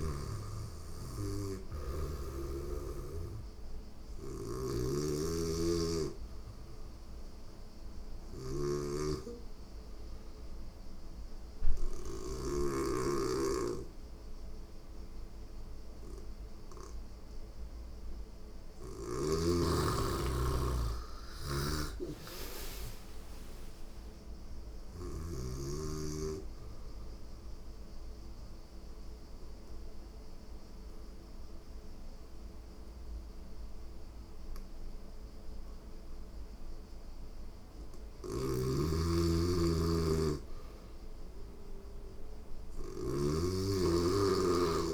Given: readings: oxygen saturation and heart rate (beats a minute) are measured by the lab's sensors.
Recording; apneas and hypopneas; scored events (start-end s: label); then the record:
breathing in sleep by a room microphone; 2
0.00-19.50 s: oxygen desaturation (device-marked, oxygen 91% lowest, heart rate 84 extreme)
4.00-12.00 s: snoring (device-marked)
7.50-18.50 s: obstructive apnea (oxygen 97% before, 91% lowest, heart rate 88 before, 84 extreme, up 3 after)
20.50-23.50 s: arousal
20.50-24.50 s: snoring (device-marked)
26.50-37.00 s: obstructive apnea (oxygen 96% before, 91% lowest, heart rate 88 before, 84 extreme)
29.50-43.50 s: oxygen desaturation (device-marked, oxygen 96% before, 91% lowest, heart rate 88 before, 84 extreme)
37.50-42.50 s: snoring (device-marked)
39.00-42.00 s: arousal
From the record:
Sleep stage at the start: N2 (light sleep); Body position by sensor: on the back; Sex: female